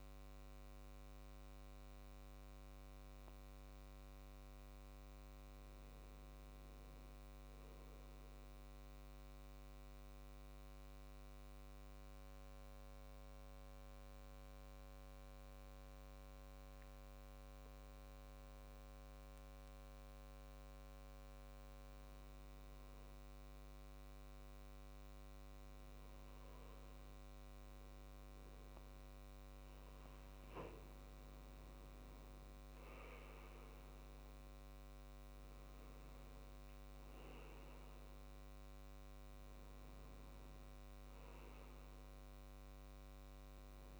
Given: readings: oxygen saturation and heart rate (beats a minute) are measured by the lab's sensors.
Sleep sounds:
breathing in sleep, hard to hear, by a microphone on the trachea; 1
11.50-30.00 s: obstructive apnea (oxygen 97% before, 92% lowest, heart rate 66 before, 66 extreme, up 4 after)
32.50-36.00 s: arousal
33.50-43.99 s: oxygen desaturation (device-marked, oxygen 97% before, 92% lowest, heart rate 68 before, 64 extreme)
From the record:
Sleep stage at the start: N2 (light sleep); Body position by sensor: on the back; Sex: male

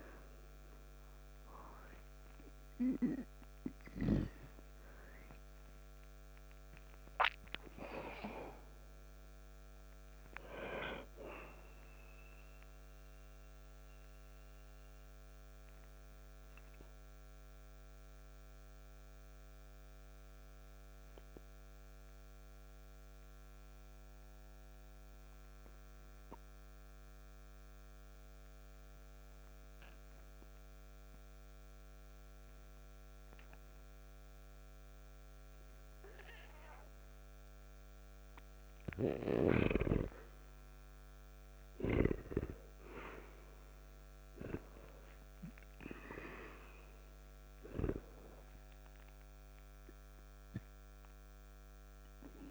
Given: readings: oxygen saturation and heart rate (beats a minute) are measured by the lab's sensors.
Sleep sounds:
breathing in sleep by a microphone on the trachea; 1
0.00-1.50 s: arousal
1.00-17.00 s: oxygen desaturation (device-marked, oxygen 97% before, 91% lowest, heart rate 57 before, 55 extreme)
13.50-38.00 s: obstructive apnea (oxygen 97% before, 87% lowest, heart rate 59 before, 55 extreme, up 0 after)
24.00-38.00 s: oxygen desaturation (device-marked, oxygen 92% before, 88% lowest, heart rate 61 before, 55 extreme)
40.50-44.00 s: arousal
43.00-52.50 s: oxygen desaturation (device-marked, oxygen 98% before, 87% lowest, heart rate 58 before, 54 extreme)
From the record:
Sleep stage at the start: N2 (light sleep); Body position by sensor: on the back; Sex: male

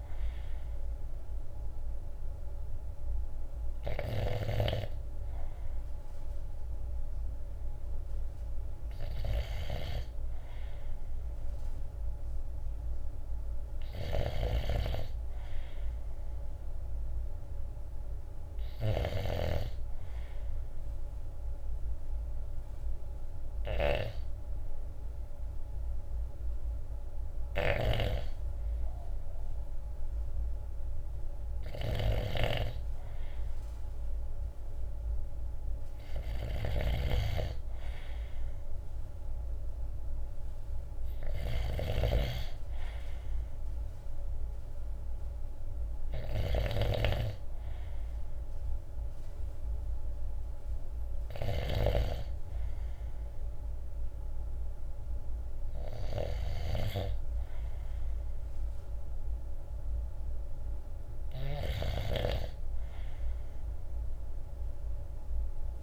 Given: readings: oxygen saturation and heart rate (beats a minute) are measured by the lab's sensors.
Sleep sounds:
breathing in sleep by a room microphone; none
0.00-65.83 s: snoring (device-marked)
53.50-63.50 s: oxygen desaturation (device-marked, oxygen 95% before, 92% lowest, heart rate 60 before, 58 extreme)
From the record:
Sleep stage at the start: N2 (light sleep); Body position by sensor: on the right side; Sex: male

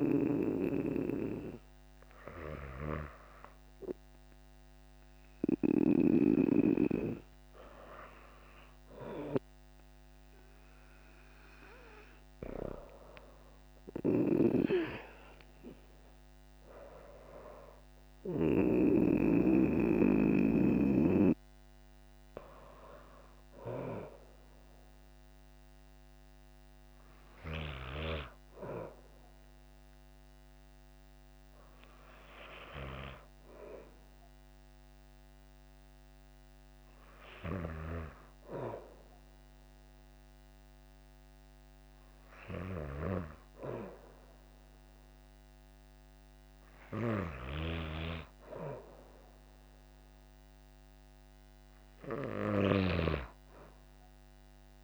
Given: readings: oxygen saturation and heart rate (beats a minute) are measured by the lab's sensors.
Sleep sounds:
breathing in sleep by a microphone on the trachea; none
none scored
From the record:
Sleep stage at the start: N2 (light sleep); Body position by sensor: on the back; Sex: female

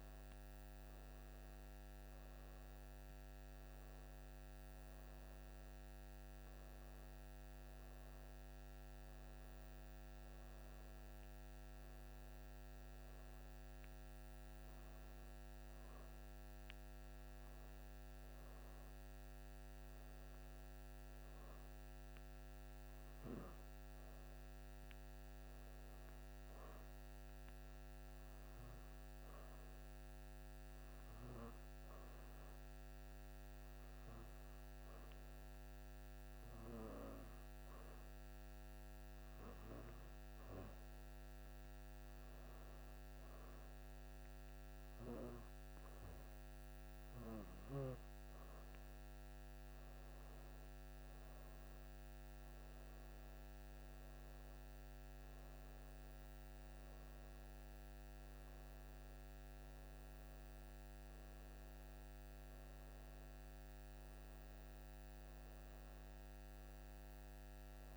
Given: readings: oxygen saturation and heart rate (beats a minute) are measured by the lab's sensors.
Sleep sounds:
breathing in sleep, hard to hear, by a microphone on the trachea; none
53.00-64.00 s: oxygen desaturation (device-marked, oxygen 94% before, 91% lowest, heart rate 65 before, 63 extreme)
From the record:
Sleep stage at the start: N2 (light sleep); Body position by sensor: on the back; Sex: female

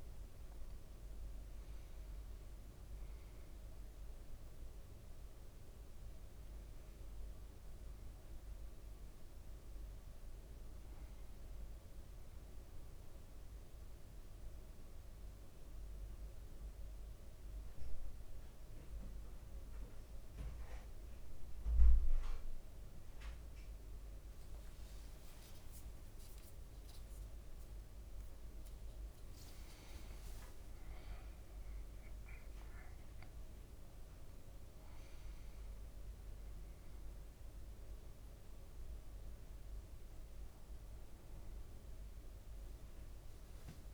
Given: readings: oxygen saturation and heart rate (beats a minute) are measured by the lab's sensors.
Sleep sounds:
breathing in sleep, hard to hear, by a room microphone; 1
0.00-1.00 s: oxygen desaturation (device-marked, oxygen 94% lowest, heart rate 53 extreme)
6.50-10.00 s: arousal
13.50-26.00 s: hypopnea (oxygen 99% before, 97% lowest, heart rate 58 before, 56 extreme, up 5 after)
24.00-26.50 s: leg movement (device-marked)
27.00-32.50 s: arousal
29.00-31.50 s: leg movement (device-marked)
From the record:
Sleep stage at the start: N2 (light sleep); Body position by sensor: on the back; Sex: male

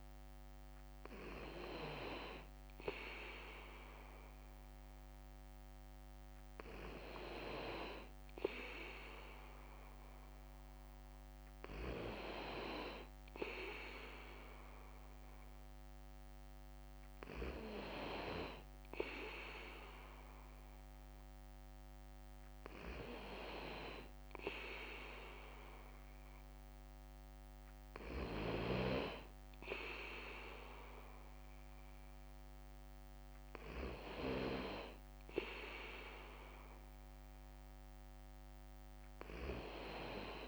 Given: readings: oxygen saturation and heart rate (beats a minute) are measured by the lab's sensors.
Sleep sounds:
breathing in sleep by a microphone on the trachea; none
0.00-40.48 s: bradycardia (device-marked, heart rate 52 extreme)
From the record:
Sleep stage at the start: N2 (light sleep); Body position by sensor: on the back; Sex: male

